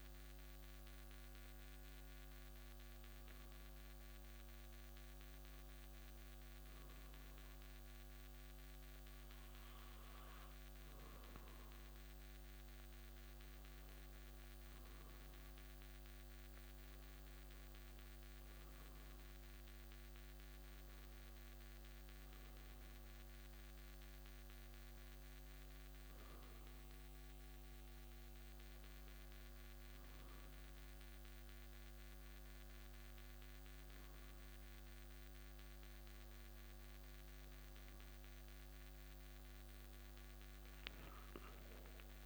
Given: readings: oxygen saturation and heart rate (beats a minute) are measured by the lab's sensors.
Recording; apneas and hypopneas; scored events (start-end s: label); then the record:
breathing in sleep, hard to hear, by a microphone on the trachea; none
none scored
From the record:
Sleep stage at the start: N2 (light sleep); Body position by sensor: on the back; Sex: male